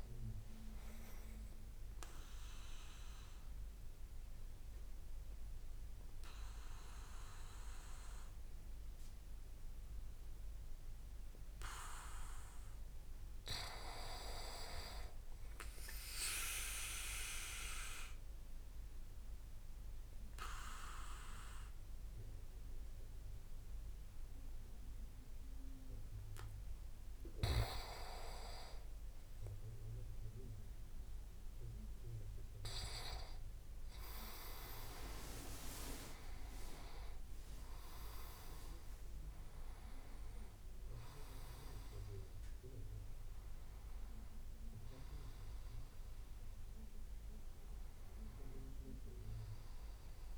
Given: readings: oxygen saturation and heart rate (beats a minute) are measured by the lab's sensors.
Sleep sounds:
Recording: breathing in sleep by a room microphone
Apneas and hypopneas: 1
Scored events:
16.00-28.00 s: obstructive apnea (oxygen 97% before, 92% lowest)
30.50-34.50 s: arousal
34.50-40.00 s: leg movement (device-marked)
From the record:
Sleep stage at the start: N2 (light sleep)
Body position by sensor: on the back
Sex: male

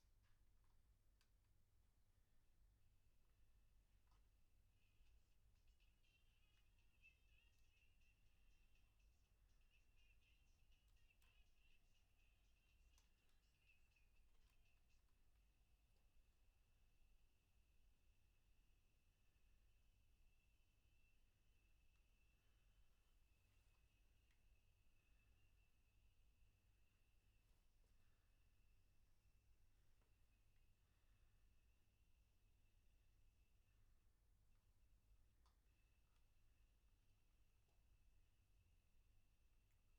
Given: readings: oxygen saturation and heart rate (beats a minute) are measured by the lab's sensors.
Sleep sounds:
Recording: breathing in sleep, hard to hear, by a room microphone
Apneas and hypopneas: none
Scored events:
29.50-39.99 s: new sleep stage, N2 (light sleep)
From the record:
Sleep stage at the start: N1 (lightest sleep)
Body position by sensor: on the back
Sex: male

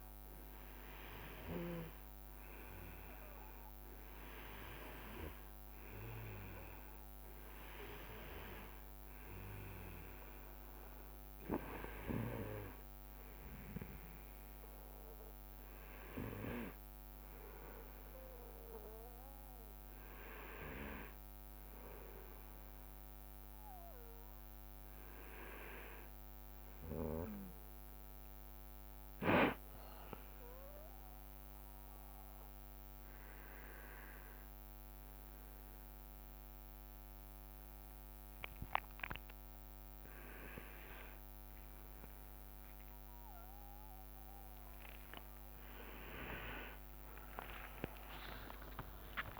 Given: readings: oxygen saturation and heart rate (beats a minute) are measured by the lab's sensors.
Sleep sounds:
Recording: a person partly awake in a sleep study, by a microphone on the trachea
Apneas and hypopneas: none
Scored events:
32.00-49.40 s: new sleep stage, awake
From the record:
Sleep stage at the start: N2 (light sleep)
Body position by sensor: on the right side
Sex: male

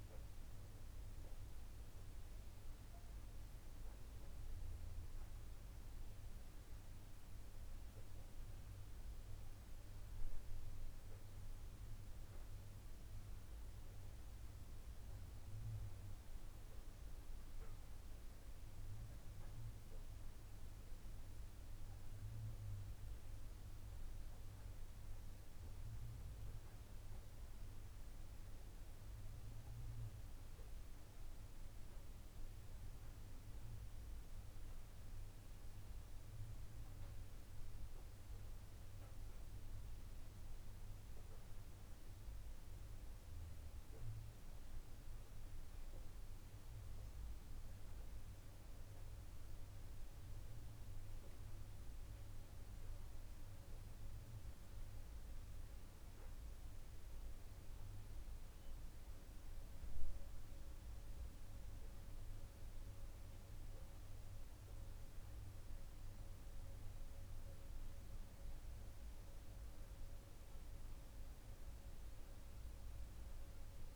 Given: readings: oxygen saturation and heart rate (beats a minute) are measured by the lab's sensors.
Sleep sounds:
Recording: a person awake in a sleep study, hard to hear, by a room microphone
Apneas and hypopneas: none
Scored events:
none scored
From the record:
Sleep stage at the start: awake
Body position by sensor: on the right side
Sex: male

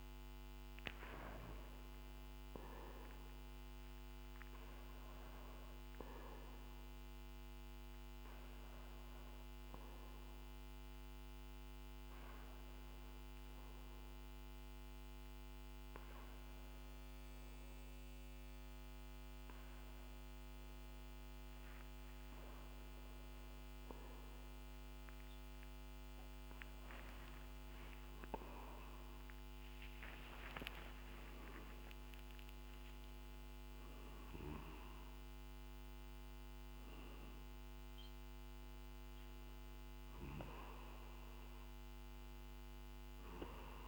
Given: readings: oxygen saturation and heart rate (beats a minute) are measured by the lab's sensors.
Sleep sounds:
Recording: a person partly awake in a sleep study, hard to hear, by a microphone on the trachea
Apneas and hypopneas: none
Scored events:
32.00-43.88 s: new sleep stage, awake
From the record:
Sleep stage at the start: N2 (light sleep)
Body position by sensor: on the back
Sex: male

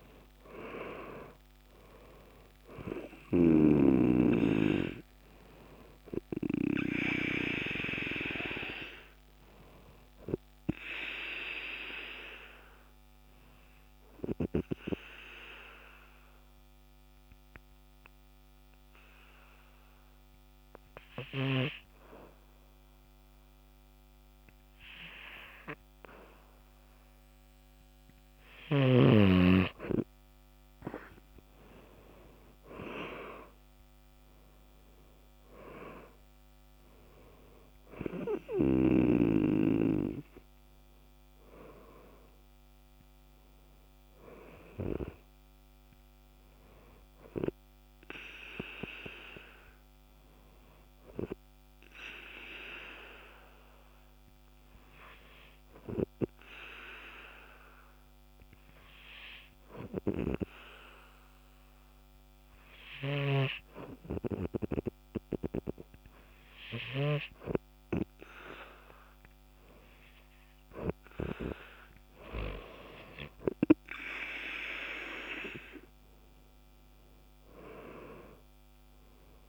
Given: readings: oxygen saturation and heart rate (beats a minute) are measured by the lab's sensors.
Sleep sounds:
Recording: breathing in sleep by a microphone on the trachea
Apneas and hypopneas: 2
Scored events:
12.00-26.50 s: obstructive apnea (oxygen 97% before, 93% lowest, heart rate 57 before, 49 extreme, up 12 after)
31.00-35.00 s: arousal
48.00-69.50 s: hypopnea (oxygen 97% before, 91% lowest, heart rate 56 before, 50 extreme, up 5 after)
57.00-65.00 s: oxygen desaturation (device-marked, oxygen 97% before, 94% lowest, heart rate 54 before, 50 extreme)
75.50-79.49 s: arousal
From the record:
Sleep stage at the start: N2 (light sleep)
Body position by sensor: on the back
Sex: male

